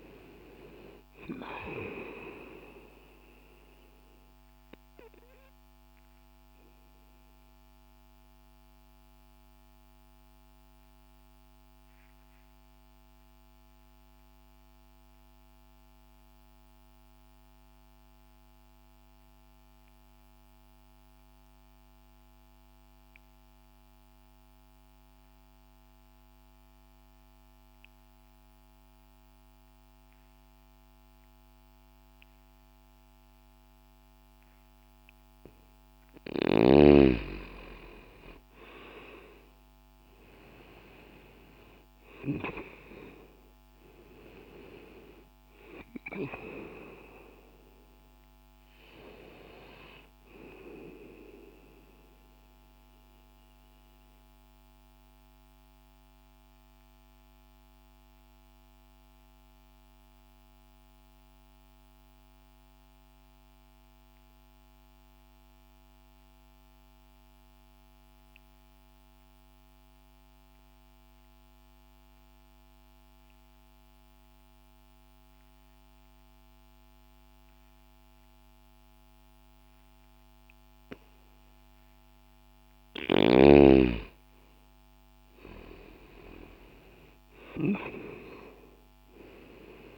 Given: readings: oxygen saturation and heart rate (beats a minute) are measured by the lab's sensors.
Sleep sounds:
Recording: breathing in sleep by a microphone on the trachea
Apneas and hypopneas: 2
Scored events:
4.00-34.00 s: obstructive apnea (oxygen 97% before, 82% lowest, heart rate 60 before, 60 extreme, up 10 after)
16.00-29.00 s: oxygen desaturation (device-marked, oxygen 92% before, 86% lowest, heart rate 60 before, 60 extreme)
36.00-40.50 s: arousal
39.00-51.00 s: oxygen desaturation (device-marked, oxygen 96% before, 90% lowest, heart rate 63 before, 60 extreme)
51.50-82.00 s: mixed apnea (oxygen 96% before, 82% lowest, heart rate 63 before, 60 extreme, up 0 after)
63.00-73.00 s: oxygen desaturation (device-marked, oxygen 91% before, 82% lowest, heart rate 60 before, 60 extreme)
84.00-88.00 s: arousal
86.00-89.98 s: oxygen desaturation (device-marked, oxygen 96% before, 91% lowest, heart rate 60 before, 60 extreme)
From the record:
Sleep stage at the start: N2 (light sleep)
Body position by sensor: on the left side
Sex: male

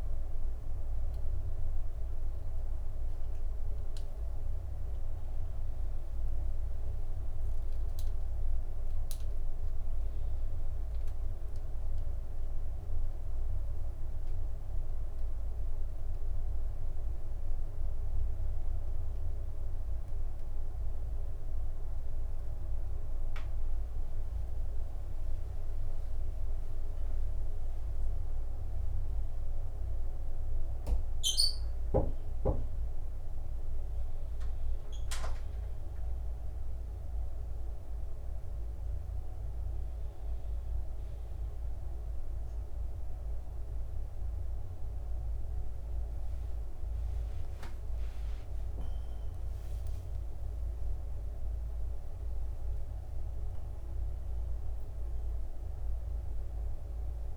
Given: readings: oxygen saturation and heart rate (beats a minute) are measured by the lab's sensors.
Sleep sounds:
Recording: a person awake in a sleep study, hard to hear, by a room microphone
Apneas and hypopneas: none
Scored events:
none scored
From the record:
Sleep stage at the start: awake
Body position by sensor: on the back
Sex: male

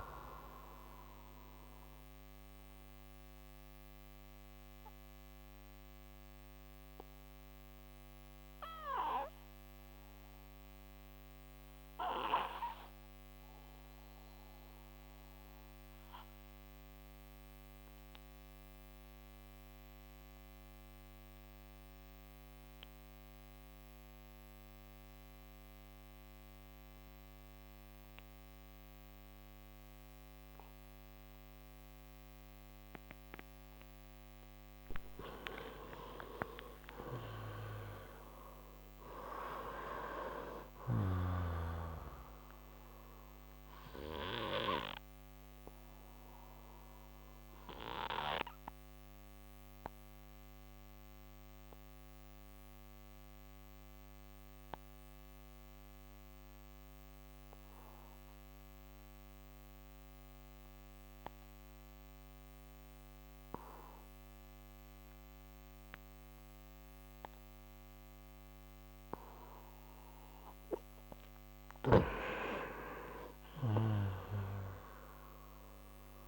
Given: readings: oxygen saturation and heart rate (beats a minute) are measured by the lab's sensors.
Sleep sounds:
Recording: breathing in sleep by a microphone on the trachea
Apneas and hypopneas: 2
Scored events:
0.00-3.00 s: oxygen desaturation (device-marked, oxygen 92% lowest, heart rate 56 extreme)
1.00-34.50 s: obstructive apnea (oxygen 97% before, 88% lowest, heart rate 78 before, 56 extreme, up 20 after)
5.00-16.00 s: oxygen desaturation (device-marked, oxygen 95% before, 88% lowest, heart rate 76 before, 56 extreme)
30.00-65.00 s: oxygen desaturation (device-marked, oxygen 98% before, 90% lowest, heart rate 58 before, 58 extreme)
35.50-39.50 s: arousal
48.50-70.50 s: obstructive apnea (oxygen 98% before, 89% lowest, heart rate 69 before, 58 extreme, up 8 after)
From the record:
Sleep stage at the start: N2 (light sleep)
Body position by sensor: on the right side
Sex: male

